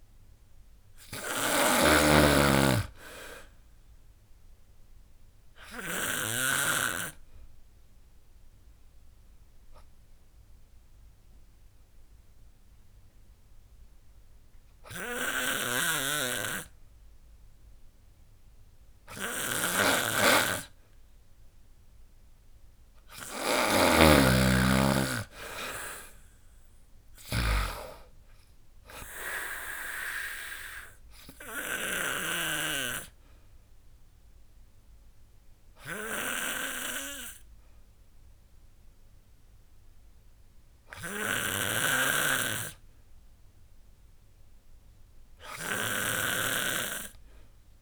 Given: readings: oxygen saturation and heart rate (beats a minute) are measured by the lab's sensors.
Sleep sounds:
breathing in sleep by a room microphone; 2
0.00-6.00 s: snoring (device-marked)
0.00-14.50 s: oxygen desaturation (device-marked, oxygen 95% lowest, heart rate 70 extreme)
4.00-21.00 s: obstructive apnea (oxygen 99% before, 92% lowest, heart rate 75 before, 67 extreme, up 16 after)
15.00-32.00 s: snoring (device-marked)
21.50-39.50 s: oxygen desaturation (device-marked, oxygen 97% before, 92% lowest, heart rate 76 before, 67 extreme)
23.00-26.00 s: arousal
23.50-35.50 s: drop in pulse transit time (device-marked, heart rate 76 before, 76 extreme)
29.50-42.00 s: obstructive apnea (oxygen 97% before, 92% lowest, heart rate 77 before, 67 extreme, up 6 after)
41.00-45.50 s: snoring (device-marked)
45.00-47.82 s: arousal
From the record:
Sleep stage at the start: N2 (light sleep); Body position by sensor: on the back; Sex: female

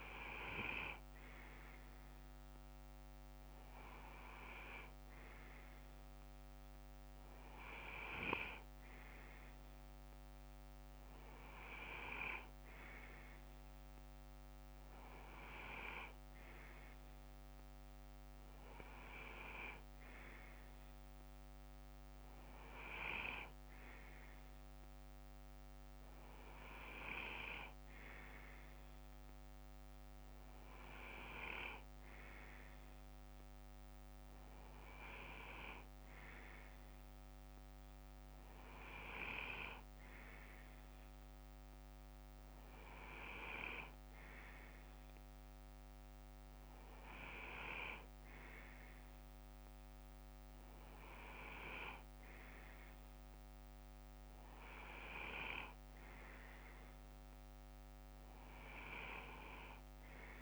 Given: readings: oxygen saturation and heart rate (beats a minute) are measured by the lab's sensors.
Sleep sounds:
breathing in sleep by a microphone on the trachea; none
26.50-29.50 s: bradycardia (device-marked, heart rate 61 before, 59 extreme)
34.50-40.50 s: bradycardia (device-marked, heart rate 61 before, 59 extreme)
From the record:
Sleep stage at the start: N2 (light sleep); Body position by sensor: on the left side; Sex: male

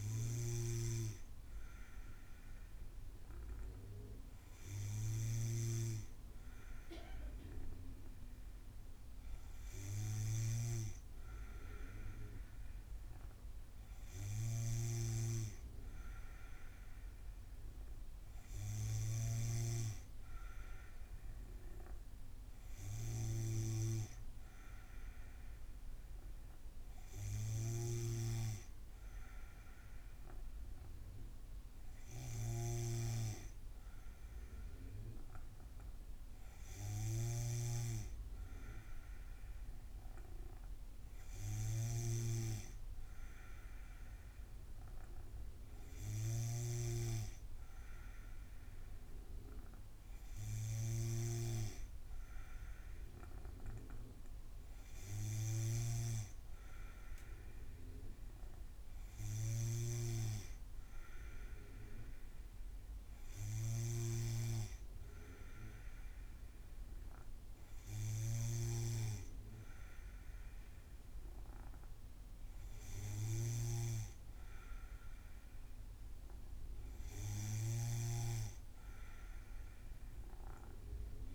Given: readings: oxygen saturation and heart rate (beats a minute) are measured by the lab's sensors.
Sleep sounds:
breathing in sleep by a room microphone; none
0.00-81.35 s: snoring (device-marked)
From the record:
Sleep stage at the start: N2 (light sleep); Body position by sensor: on the back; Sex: female

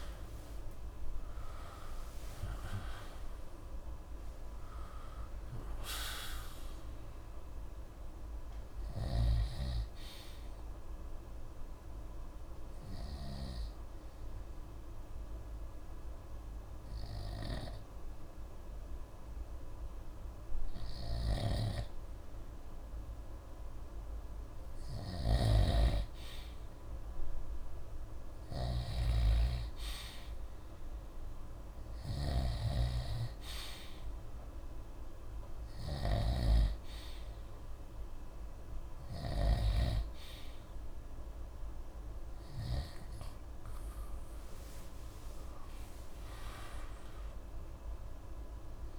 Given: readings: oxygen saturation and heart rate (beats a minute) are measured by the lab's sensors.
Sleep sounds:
breathing in sleep by a room microphone; 1
0.00-25.00 s: oxygen desaturation (device-marked, oxygen 90% lowest)
9.00-43.00 s: snoring (device-marked)
11.50-27.50 s: hypopnea (oxygen 94% before, 90% lowest)
29.00-33.00 s: arousal
34.00-48.00 s: oxygen desaturation (device-marked, oxygen 96% before, 93% lowest)
From the record:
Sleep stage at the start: N2 (light sleep); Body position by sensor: on the right side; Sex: male

